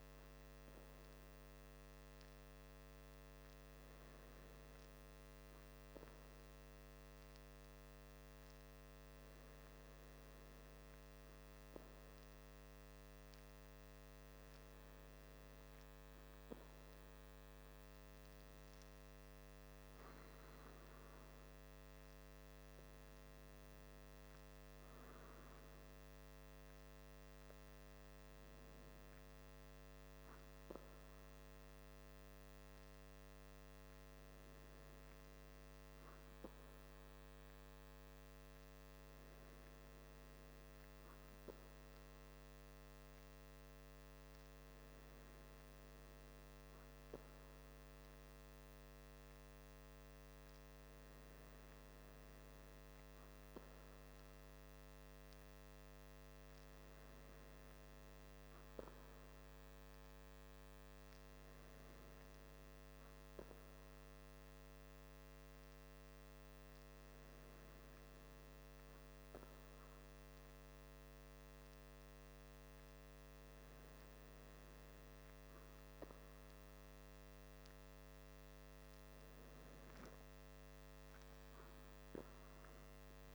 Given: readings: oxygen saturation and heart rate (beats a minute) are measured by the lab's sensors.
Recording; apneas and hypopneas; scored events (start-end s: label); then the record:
breathing in sleep, hard to hear, by a microphone on the trachea; none
none scored
From the record:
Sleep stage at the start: N2 (light sleep); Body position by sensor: on the back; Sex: male